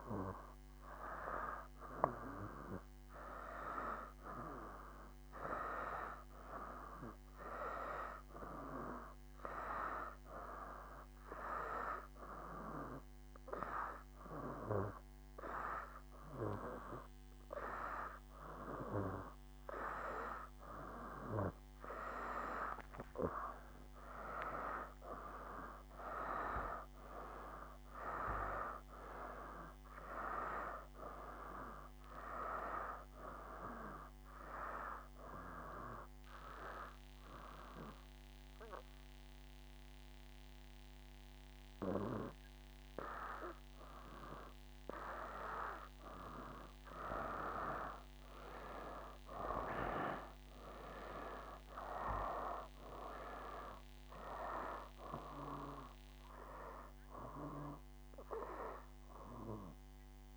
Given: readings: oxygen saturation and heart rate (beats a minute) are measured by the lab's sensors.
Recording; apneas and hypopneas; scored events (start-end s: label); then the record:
breathing in sleep by a microphone on the trachea; 2
12.50-23.50 s: hypopnea (oxygen 94% before, 91% lowest, heart rate 72 before, 66 extreme, up 2 after)
26.00-29.50 s: arousal
34.50-45.50 s: hypopnea (oxygen 95% before, 91% lowest, heart rate 72 before, 66 extreme, up 4 after)
48.50-52.00 s: arousal
From the record:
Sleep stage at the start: N2 (light sleep); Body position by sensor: on the back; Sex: male